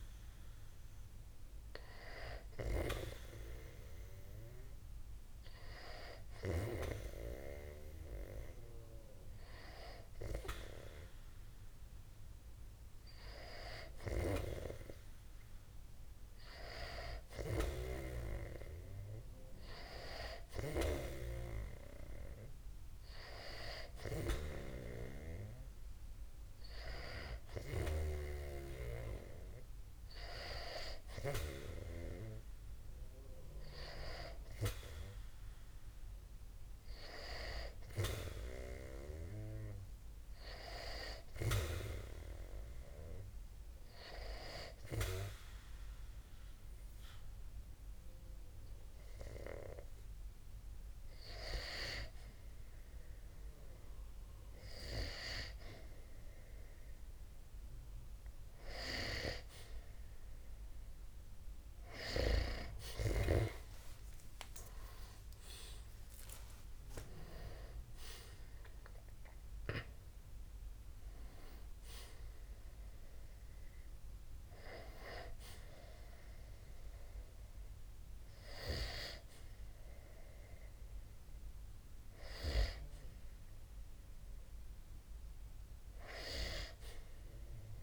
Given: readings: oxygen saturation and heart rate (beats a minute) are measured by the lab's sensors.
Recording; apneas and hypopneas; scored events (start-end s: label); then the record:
breathing in sleep by a room microphone; 1
0.00-2.00 s: oxygen desaturation (device-marked, oxygen 91% lowest, heart rate 60 extreme)
45.50-57.00 s: hypopnea (oxygen 94% before, 91% lowest, heart rate 60 before, 60 extreme, up 9 after)
63.50-68.00 s: arousal
From the record:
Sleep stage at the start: N2 (light sleep); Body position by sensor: on the back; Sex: male